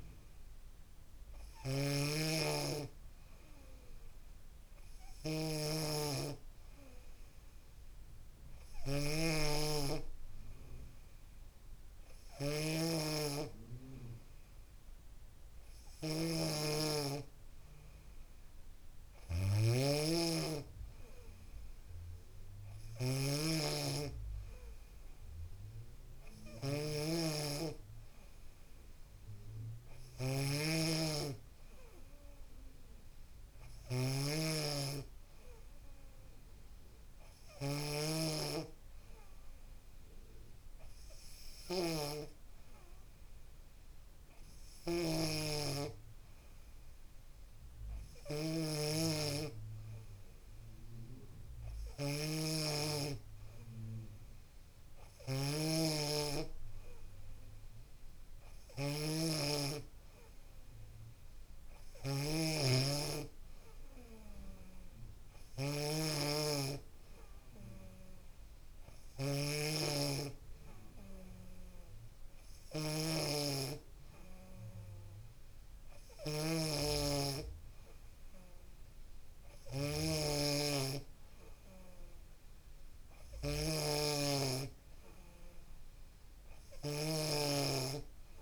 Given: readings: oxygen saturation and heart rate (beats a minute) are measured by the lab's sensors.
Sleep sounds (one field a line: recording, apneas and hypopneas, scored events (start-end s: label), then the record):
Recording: a person awake in a sleep study, by a room microphone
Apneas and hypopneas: none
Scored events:
43.50-88.42 s: new sleep stage, awake
53.00-55.00 s: long interval between heartbeats (device-marked, heart rate 71 before, 79 extreme)
71.00-73.00 s: long interval between heartbeats (device-marked, heart rate 77 before, 100 extreme)
87.00-88.42 s: long interval between heartbeats (device-marked, heart rate 85 before, 79 extreme)
From the record:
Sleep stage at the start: N2 (light sleep)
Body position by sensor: on the back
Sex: female